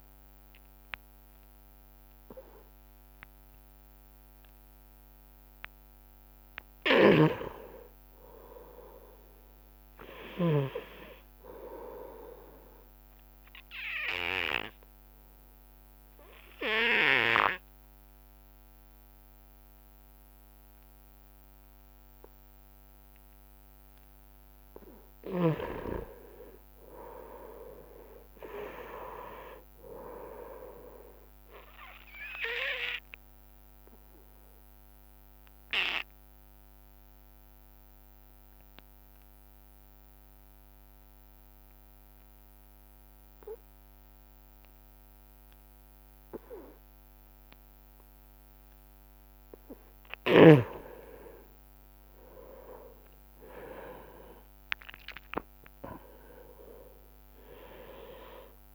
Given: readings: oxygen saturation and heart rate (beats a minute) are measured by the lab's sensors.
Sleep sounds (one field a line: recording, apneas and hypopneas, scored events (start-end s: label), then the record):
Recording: breathing in sleep by a microphone on the trachea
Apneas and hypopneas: 2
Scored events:
0.00-3.50 s: arousal
7.00-11.00 s: snoring (device-marked)
7.00-17.00 s: oxygen desaturation (device-marked, oxygen 99% before, 94% lowest)
14.00-25.50 s: obstructive apnea (oxygen 99% before, 90% lowest)
27.50-31.00 s: arousal
33.50-35.50 s: long interval between heartbeats (device-marked)
34.00-49.50 s: obstructive apnea (oxygen 98% before, 90% lowest)
37.00-51.00 s: oxygen desaturation (device-marked, oxygen 96% before, 92% lowest)
52.00-56.00 s: arousal
From the record:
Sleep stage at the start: N2 (light sleep)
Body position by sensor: on the right side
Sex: male